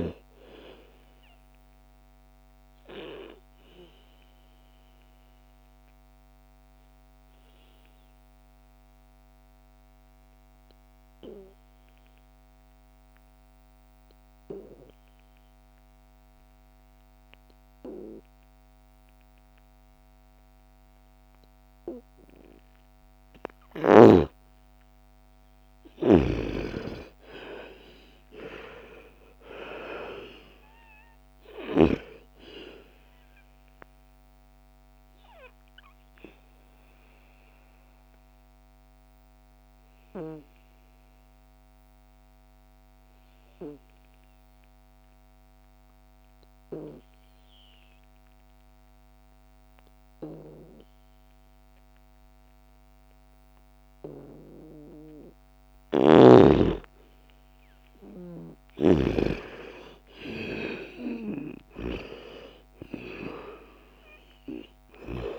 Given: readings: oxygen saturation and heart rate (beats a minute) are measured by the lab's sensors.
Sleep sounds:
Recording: breathing in sleep by a microphone on the trachea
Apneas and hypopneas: 2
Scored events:
0.00-9.00 s: oxygen desaturation (device-marked, oxygen 84% lowest, heart rate 56 extreme)
1.50-21.00 s: obstructive apnea (oxygen 99% before, 82% lowest, heart rate 62 before, 56 extreme, up 7 after)
21.00-47.00 s: oxygen desaturation (device-marked, oxygen 99% before, 82% lowest, heart rate 60 before, 54 extreme)
23.00-27.50 s: arousal
34.00-55.00 s: obstructive apnea (oxygen 99% before, 82% lowest, heart rate 62 before, 54 extreme, up 10 after)
54.00-65.39 s: oxygen desaturation (device-marked, oxygen 99% before, 83% lowest, heart rate 61 before, 54 extreme)
55.50-59.00 s: snoring (device-marked)
57.00-61.50 s: arousal
From the record:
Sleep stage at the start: N2 (light sleep)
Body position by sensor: on the back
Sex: female

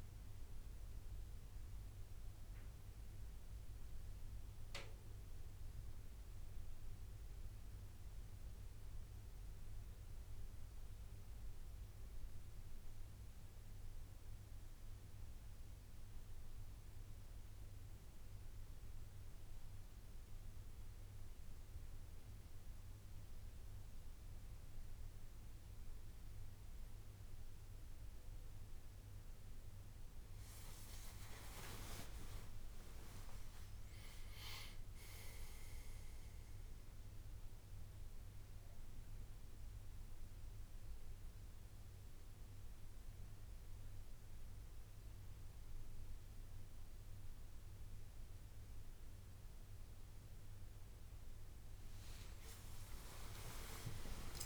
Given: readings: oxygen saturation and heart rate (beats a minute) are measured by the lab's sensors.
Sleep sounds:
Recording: breathing in sleep by a room microphone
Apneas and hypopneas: 1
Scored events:
0.00-6.50 s: oxygen desaturation (device-marked, oxygen 91% lowest, heart rate 71 extreme)
4.50-7.00 s: arousal
9.00-21.50 s: obstructive apnea (oxygen 96% before, 92% lowest, heart rate 75 before, 72 extreme, up 1 after)
42.50-54.46 s: new sleep stage, awake
From the record:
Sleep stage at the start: N2 (light sleep)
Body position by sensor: on the back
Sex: male

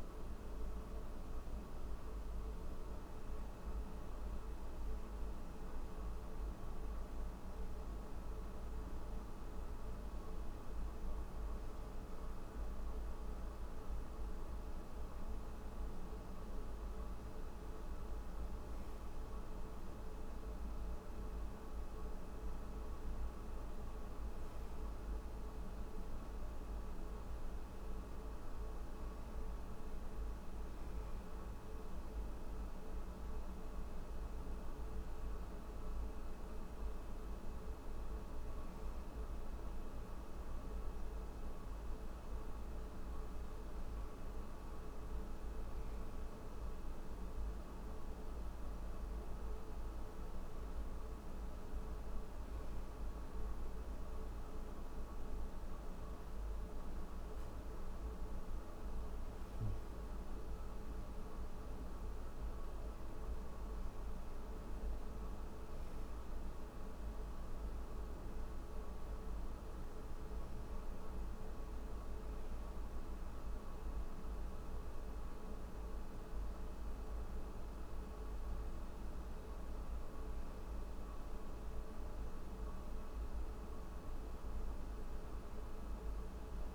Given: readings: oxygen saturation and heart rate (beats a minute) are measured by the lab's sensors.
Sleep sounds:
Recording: breathing in sleep, hard to hear, by a room microphone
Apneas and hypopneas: none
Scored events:
none scored
From the record:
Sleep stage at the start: N1 (lightest sleep)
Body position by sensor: on the back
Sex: male

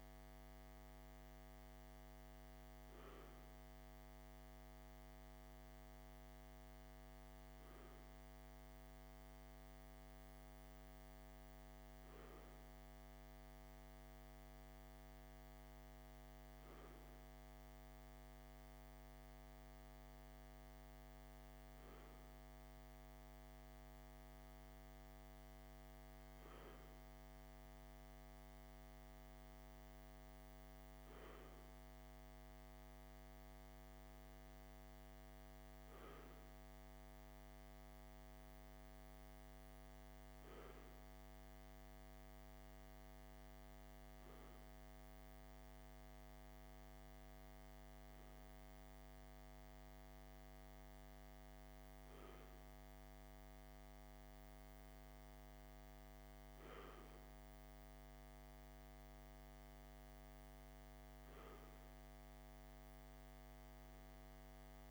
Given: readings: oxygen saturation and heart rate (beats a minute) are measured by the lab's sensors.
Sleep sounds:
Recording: breathing in sleep, hard to hear, by a microphone on the trachea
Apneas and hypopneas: none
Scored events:
none scored
From the record:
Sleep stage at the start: REM sleep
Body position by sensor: on the left side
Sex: male

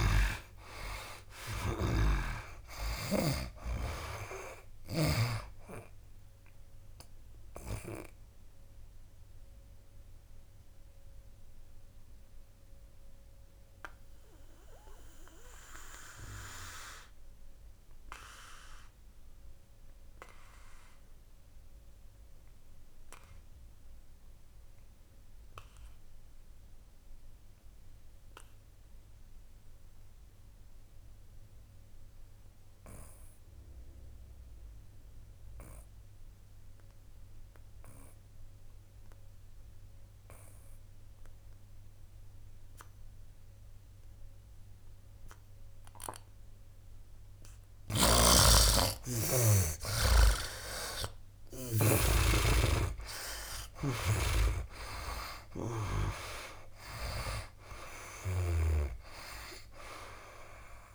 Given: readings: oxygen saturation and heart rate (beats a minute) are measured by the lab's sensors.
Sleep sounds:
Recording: breathing in sleep by a room microphone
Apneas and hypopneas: 1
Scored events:
0.00-3.00 s: arousal
0.00-3.50 s: snoring (device-marked)
0.00-29.50 s: oxygen desaturation (device-marked, oxygen 71% lowest, heart rate 65 extreme)
7.50-48.00 s: mixed apnea (oxygen 98% before, 71% lowest, heart rate 75 before, 65 extreme, up 13 after)
36.50-60.95 s: oxygen desaturation (device-marked, oxygen 98% before, 74% lowest, heart rate 71 before, 66 extreme)
48.00-52.00 s: snoring (device-marked)
50.50-54.50 s: arousal
54.00-59.00 s: snoring (device-marked)
From the record:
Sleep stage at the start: N2 (light sleep)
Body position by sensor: on the back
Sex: male

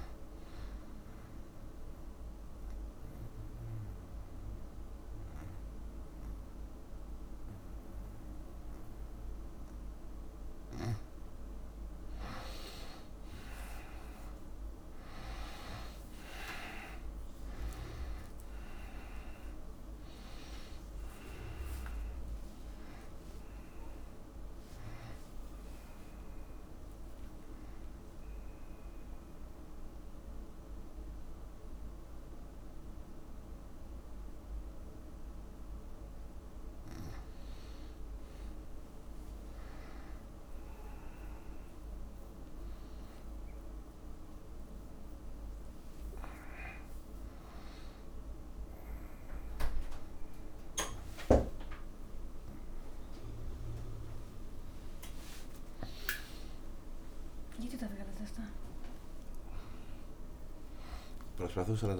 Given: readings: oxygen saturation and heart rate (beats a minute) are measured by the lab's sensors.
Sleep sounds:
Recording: a person awake in a sleep study, by a room microphone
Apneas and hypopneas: none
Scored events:
19.50-27.50 s: tachycardia (device-marked, heart rate 81 before, 174 extreme)
29.50-62.00 s: new sleep stage, awake
From the record:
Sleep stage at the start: N2 (light sleep)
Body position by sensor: on the back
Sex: male

